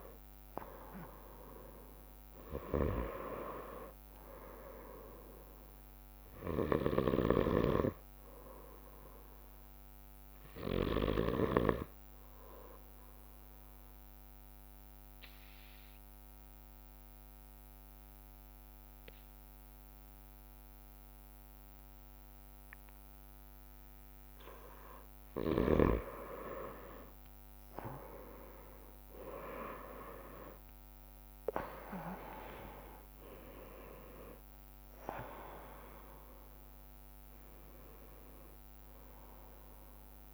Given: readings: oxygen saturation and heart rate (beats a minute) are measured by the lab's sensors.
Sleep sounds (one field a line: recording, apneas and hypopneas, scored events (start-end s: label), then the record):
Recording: breathing in sleep by a microphone on the trachea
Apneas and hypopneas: 1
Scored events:
0.00-1.00 s: bradycardia (device-marked, heart rate 55 extreme)
0.00-4.50 s: arousal
0.00-6.00 s: drop in pulse transit time (device-marked, heart rate 55 extreme)
4.00-25.00 s: bradycardia (device-marked, heart rate 61 before, 54 extreme)
12.50-24.00 s: obstructive apnea (oxygen 97% before, 93% lowest, heart rate 58 before, 52 extreme, up 10 after)
29.50-35.00 s: arousal
34.00-40.34 s: oxygen desaturation (device-marked, oxygen 97% before, 93% lowest, heart rate 59 before, 51 extreme)
35.00-40.34 s: bradycardia (device-marked, heart rate 60 before, 52 extreme)
From the record:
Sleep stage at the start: N2 (light sleep)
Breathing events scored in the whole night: 246 in 3.6 hours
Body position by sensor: on the right side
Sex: male